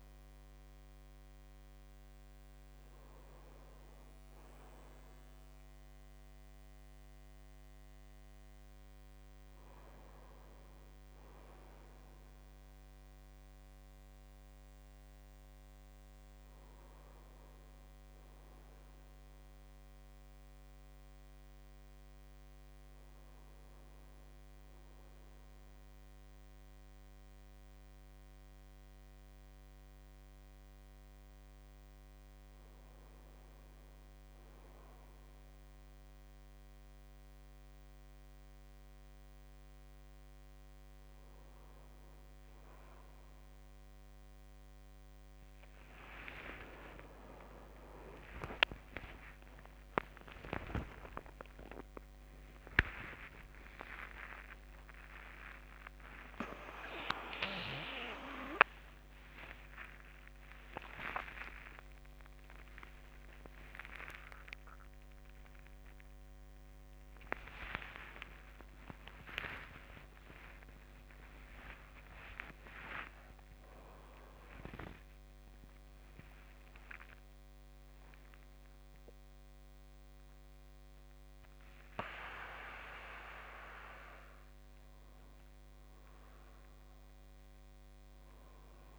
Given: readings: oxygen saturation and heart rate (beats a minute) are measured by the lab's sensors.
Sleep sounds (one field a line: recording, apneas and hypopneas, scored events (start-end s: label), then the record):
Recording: a person partly awake in a sleep study, by a microphone on the trachea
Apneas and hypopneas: none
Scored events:
44.50-88.99 s: new sleep stage, awake
47.00-49.00 s: long interval between heartbeats (device-marked, heart rate 65 before, 76 extreme)
53.00-55.00 s: long interval between heartbeats (device-marked, heart rate 71 before, 138 extreme)
55.00-57.00 s: long interval between heartbeats (device-marked, heart rate 79 before, 172 extreme)
60.50-62.50 s: long interval between heartbeats (device-marked, heart rate 106 before, 60 extreme)
65.00-67.00 s: long interval between heartbeats (device-marked, heart rate 107 before, 88 extreme)
70.00-72.00 s: long interval between heartbeats (device-marked, heart rate 121 before, 142 extreme)
73.00-75.00 s: long interval between heartbeats (device-marked, heart rate 129 before, 142 extreme)
82.50-84.50 s: long interval between heartbeats (device-marked, heart rate 108 before, 71 extreme)
85.50-87.50 s: long interval between heartbeats (device-marked, heart rate 110 before, 101 extreme)
From the record:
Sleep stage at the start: N1 (lightest sleep)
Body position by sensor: on the right side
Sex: male